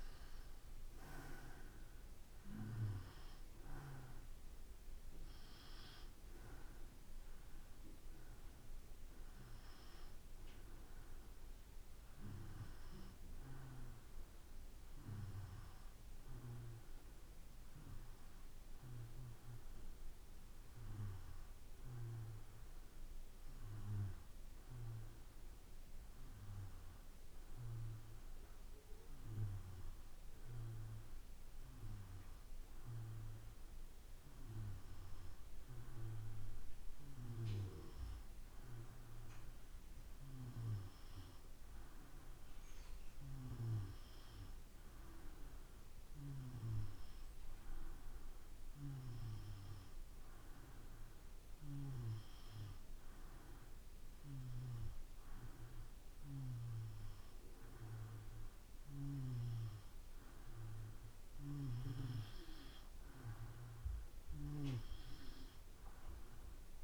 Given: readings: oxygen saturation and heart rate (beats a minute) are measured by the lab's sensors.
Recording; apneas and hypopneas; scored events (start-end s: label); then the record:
breathing in sleep by a room microphone; none
62.00-66.84 s: snoring (device-marked)
From the record:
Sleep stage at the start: N2 (light sleep); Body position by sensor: on the back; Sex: male